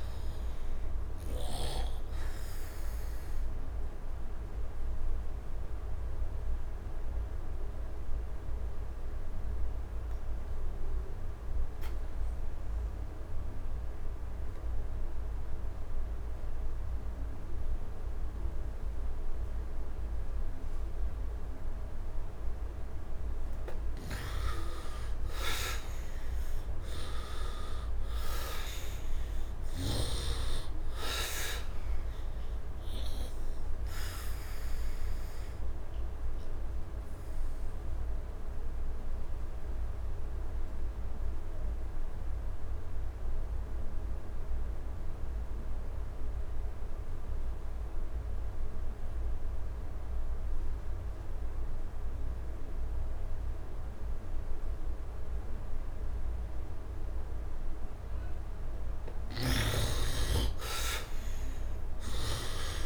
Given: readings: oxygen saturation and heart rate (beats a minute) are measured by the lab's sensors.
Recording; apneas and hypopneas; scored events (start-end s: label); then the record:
breathing in sleep by a room microphone; 2
0.00-19.50 s: oxygen desaturation (device-marked, oxygen 80% lowest, heart rate 68 extreme)
4.50-22.00 s: obstructive apnea (oxygen 99% before, 77% lowest, heart rate 79 before, 69 extreme, up 10 after)
24.50-27.50 s: arousal
27.50-46.50 s: oxygen desaturation (device-marked, oxygen 99% before, 81% lowest, heart rate 74 before, 70 extreme)
32.00-56.50 s: obstructive apnea (oxygen 99% before, 70% lowest, heart rate 77 before, 67 extreme, up 5 after)
58.50-62.86 s: oxygen desaturation (device-marked, oxygen 99% before, 77% lowest, heart rate 75 before, 67 extreme)
59.00-62.50 s: arousal
59.00-62.86 s: snoring (device-marked)
From the record:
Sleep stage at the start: N2 (light sleep); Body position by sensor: on the right side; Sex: male